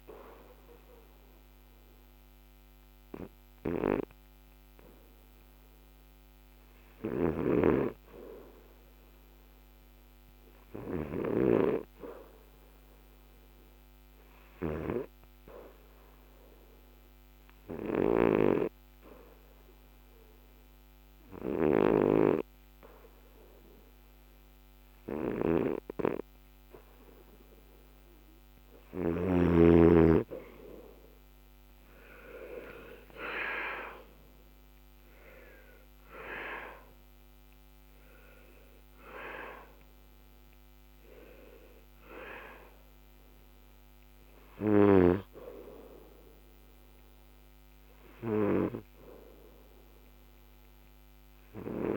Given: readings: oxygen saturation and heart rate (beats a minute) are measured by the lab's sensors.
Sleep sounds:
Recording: breathing in sleep by a microphone on the trachea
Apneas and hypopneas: 1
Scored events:
0.50-36.50 s: oxygen desaturation (device-marked, oxygen 97% before, 89% lowest, heart rate 71 before, 62 extreme)
15.00-28.00 s: hypopnea (oxygen 98% before, 85% lowest, heart rate 67 before, 62 extreme, up 19 after)
33.50-39.00 s: arousal
From the record:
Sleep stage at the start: N2 (light sleep)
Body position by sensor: on the back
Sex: male

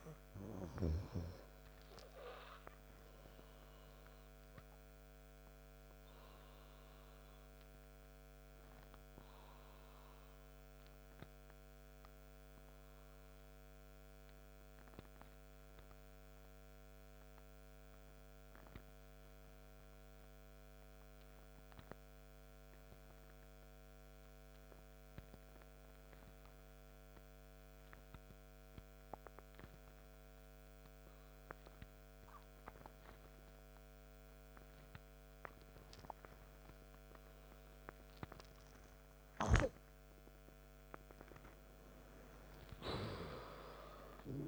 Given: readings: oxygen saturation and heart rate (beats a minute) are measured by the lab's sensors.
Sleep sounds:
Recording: breathing in sleep by a microphone on the trachea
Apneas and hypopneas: 1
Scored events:
3.00-24.00 s: oxygen desaturation (device-marked, oxygen 96% before, 83% lowest, heart rate 68 before, 49 extreme)
4.00-39.50 s: obstructive apnea (oxygen 99% before, 83% lowest, heart rate 69 before, 49 extreme, up 15 after)
41.00-44.48 s: arousal
43.00-44.48 s: oxygen desaturation (device-marked, oxygen 98% before, 86% lowest, heart rate 64 before, 52 extreme)
From the record:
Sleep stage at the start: N2 (light sleep)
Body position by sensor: on the right side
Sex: male

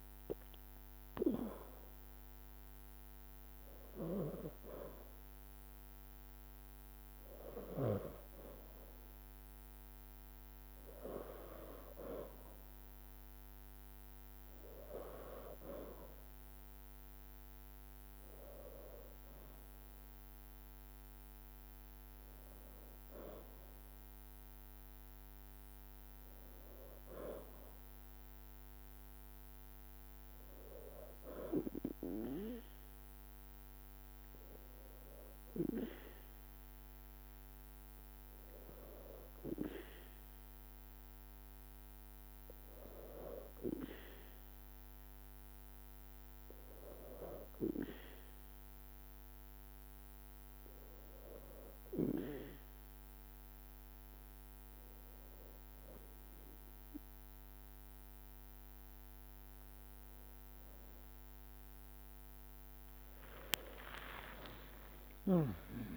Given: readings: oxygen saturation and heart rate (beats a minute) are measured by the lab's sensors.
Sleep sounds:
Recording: breathing in sleep by a microphone on the trachea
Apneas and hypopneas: 1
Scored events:
40.50-54.50 s: hypopnea (oxygen 96% before, 93% lowest, heart rate 60 before, 59 extreme, up 2 after)
49.50-65.97 s: new sleep stage, awake
64.00-65.97 s: long interval between heartbeats (device-marked, heart rate 60 before, 77 extreme)
From the record:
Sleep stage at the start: N2 (light sleep)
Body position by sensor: on the back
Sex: female

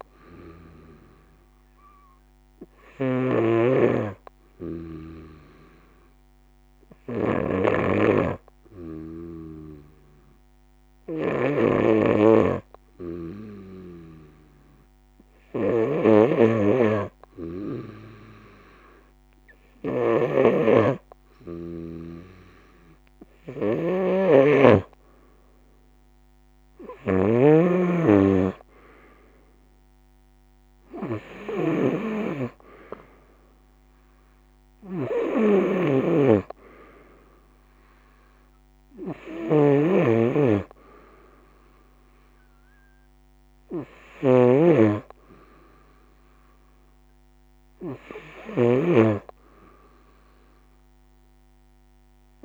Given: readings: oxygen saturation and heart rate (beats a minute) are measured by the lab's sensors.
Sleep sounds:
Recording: breathing in sleep by a microphone on the trachea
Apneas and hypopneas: 1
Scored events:
0.00-52.45 s: snoring (device-marked)
0.50-23.50 s: hypopnea (oxygen 93% before, 89% lowest, heart rate 66 before, 61 extreme, up 1 after)
20.00-44.00 s: oxygen desaturation (device-marked, oxygen 93% before, 89% lowest, heart rate 65 before, 61 extreme)
28.00-32.50 s: arousal
From the record:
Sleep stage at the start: N2 (light sleep)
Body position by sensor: on the right side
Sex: female

